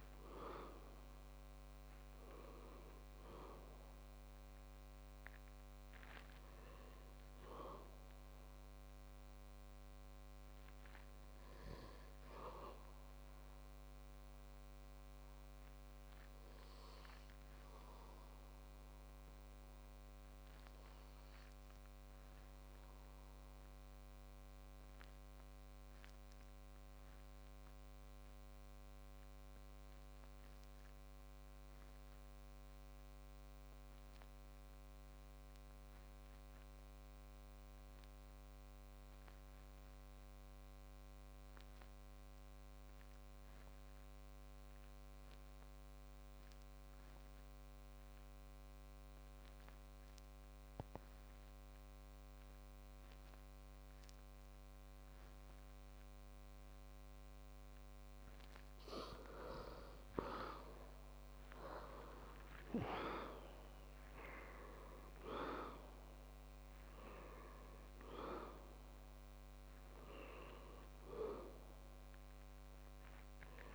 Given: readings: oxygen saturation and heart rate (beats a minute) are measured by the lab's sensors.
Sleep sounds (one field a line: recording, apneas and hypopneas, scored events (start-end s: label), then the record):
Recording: breathing in sleep by a microphone on the trachea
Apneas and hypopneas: 1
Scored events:
12.00-30.00 s: oxygen desaturation (device-marked, oxygen 96% before, 83% lowest, heart rate 85 before, 47 extreme)
25.50-58.50 s: obstructive apnea (oxygen 96% before, 87% lowest, heart rate 73 before, 47 extreme, up 34 after)
60.50-66.00 s: arousal
From the record:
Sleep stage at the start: REM sleep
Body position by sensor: on the back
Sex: male